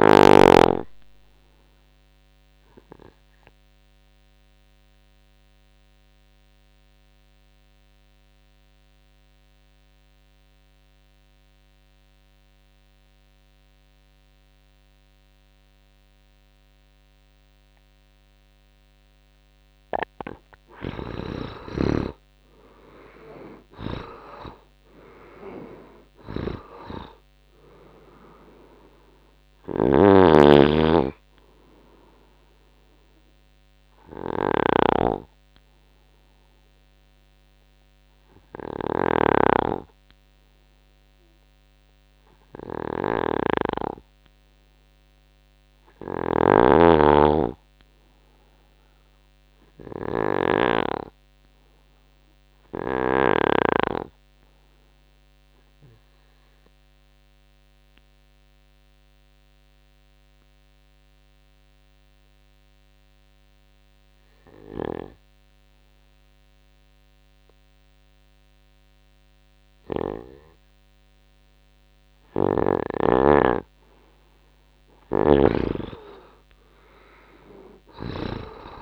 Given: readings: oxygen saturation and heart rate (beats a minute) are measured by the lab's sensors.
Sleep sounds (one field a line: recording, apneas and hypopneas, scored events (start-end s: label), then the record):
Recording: breathing in sleep by a microphone on the trachea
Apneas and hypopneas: 2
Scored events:
0.00-5.50 s: oxygen desaturation (device-marked, oxygen 93% lowest, heart rate 68 extreme)
2.00-19.00 s: obstructive apnea (oxygen 99% before, 84% lowest, heart rate 81 before, 68 extreme, up 25 after)
10.50-18.50 s: oxygen desaturation (device-marked, oxygen 96% before, 93% lowest, heart rate 80 before, 69 extreme)
21.00-26.00 s: arousal
24.50-37.50 s: oxygen desaturation (device-marked, oxygen 94% before, 84% lowest, heart rate 71 before, 69 extreme)
29.50-53.50 s: snoring (device-marked)
55.00-71.50 s: obstructive apnea (oxygen 99% before, 87% lowest, heart rate 74 before, 69 extreme, up 21 after)
67.50-78.82 s: oxygen desaturation (device-marked, oxygen 97% before, 87% lowest, heart rate 75 before, 71 extreme)
72.00-78.82 s: snoring (device-marked)
76.00-78.82 s: arousal
From the record:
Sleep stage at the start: N2 (light sleep)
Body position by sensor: on the right side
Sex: male